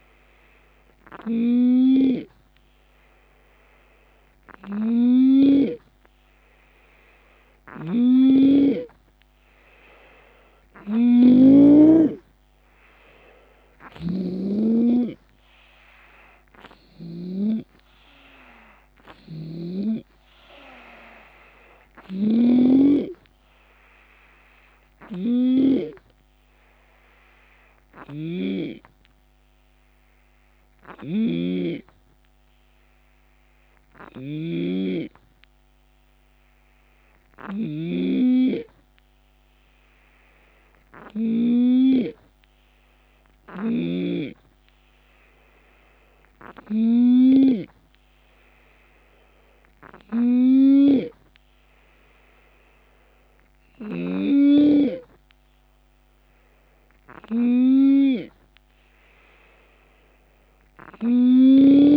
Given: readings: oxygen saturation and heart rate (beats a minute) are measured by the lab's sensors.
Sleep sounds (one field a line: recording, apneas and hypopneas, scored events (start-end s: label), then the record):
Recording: breathing in sleep by a microphone on the trachea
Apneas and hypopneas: 1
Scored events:
0.00-2.50 s: arousal
7.00-17.00 s: snoring (device-marked)
11.00-26.00 s: drop in pulse transit time (device-marked, heart rate 71 before, 72 extreme)
13.50-17.00 s: arousal
20.00-44.00 s: oxygen desaturation (device-marked, oxygen 92% before, 87% lowest, heart rate 74 before, 66 extreme)
21.50-43.50 s: snoring (device-marked)
24.50-42.00 s: hypopnea (oxygen 93% before, 87% lowest, heart rate 75 before, 66 extreme, up 8 after)
48.50-52.50 s: arousal
50.00-53.50 s: snoring (device-marked)
54.00 s: drop in pulse transit time (device-marked)
From the record:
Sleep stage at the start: N2 (light sleep)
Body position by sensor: on the left side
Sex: male